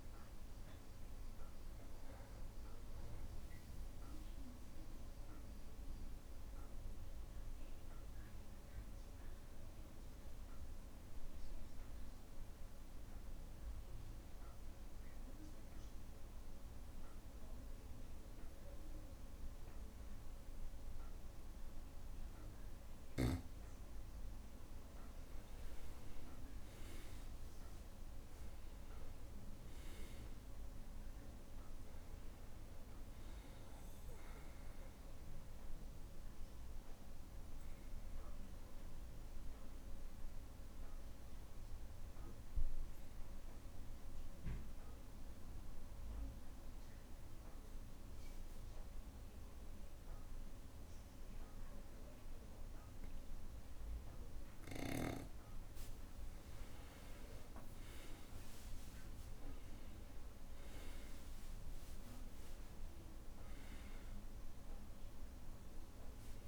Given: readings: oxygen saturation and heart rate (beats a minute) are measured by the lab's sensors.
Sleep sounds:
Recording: breathing in sleep, hard to hear, by a room microphone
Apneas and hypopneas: 2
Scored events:
0.00-13.00 s: oxygen desaturation (device-marked, oxygen 91% lowest, heart rate 61 extreme)
6.00-24.00 s: obstructive apnea (oxygen 98% before, 91% lowest, heart rate 63 before, 60 extreme, up 3 after)
25.50-29.50 s: arousal
28.00-48.00 s: oxygen desaturation (device-marked, oxygen 98% before, 92% lowest, heart rate 62 before, 60 extreme)
36.00-55.00 s: obstructive apnea (oxygen 98% before, 92% lowest, heart rate 63 before, 60 extreme, up 4 after)
57.00-62.00 s: arousal
63.00-66.48 s: oxygen desaturation (device-marked, oxygen 98% before, 92% lowest, heart rate 63 before, 61 extreme)
From the record:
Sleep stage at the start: N2 (light sleep)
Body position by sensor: on the back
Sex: male

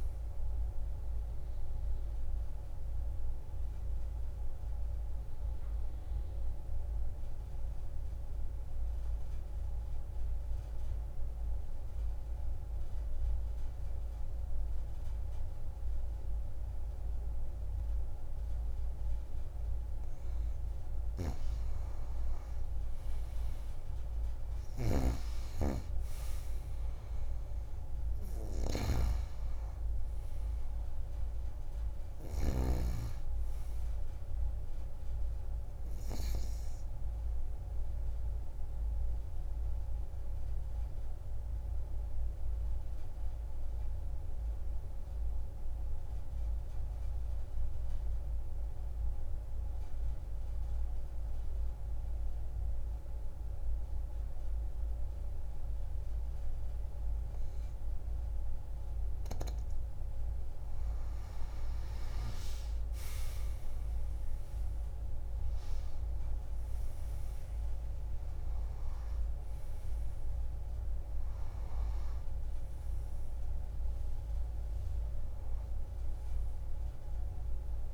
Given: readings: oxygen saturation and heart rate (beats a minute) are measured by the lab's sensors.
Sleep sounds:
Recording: breathing in sleep by a room microphone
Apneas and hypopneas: 2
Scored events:
0.00-17.00 s: oxygen desaturation (device-marked, oxygen 88% lowest)
1.50-20.00 s: obstructive apnea (oxygen 98% before, 88% lowest)
22.50-26.50 s: arousal
24.50-32.50 s: snoring (device-marked)
28.00-52.00 s: oxygen desaturation (device-marked, oxygen 98% before, 90% lowest)
39.00-59.50 s: obstructive apnea (oxygen 98% before, 89% lowest)
62.00-66.00 s: arousal
63.00-77.94 s: oxygen desaturation (device-marked, oxygen 97% before, 89% lowest)
From the record:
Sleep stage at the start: N2 (light sleep)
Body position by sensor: on the back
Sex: female

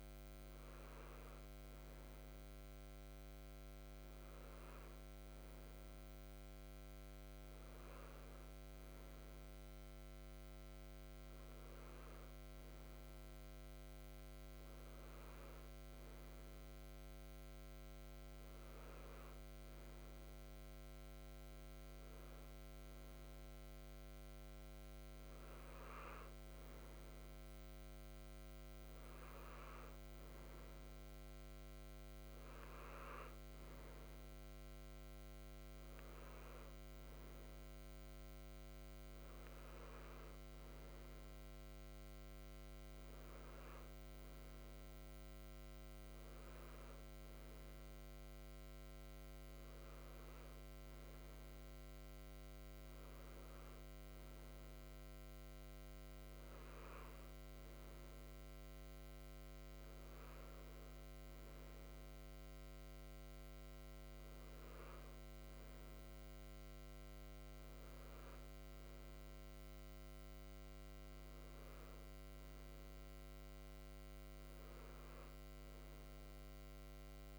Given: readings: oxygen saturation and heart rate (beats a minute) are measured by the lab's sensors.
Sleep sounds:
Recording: breathing in sleep, hard to hear, by a microphone on the trachea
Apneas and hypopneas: none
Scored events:
none scored
From the record:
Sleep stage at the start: N3 (deep sleep)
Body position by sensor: on the right side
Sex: male

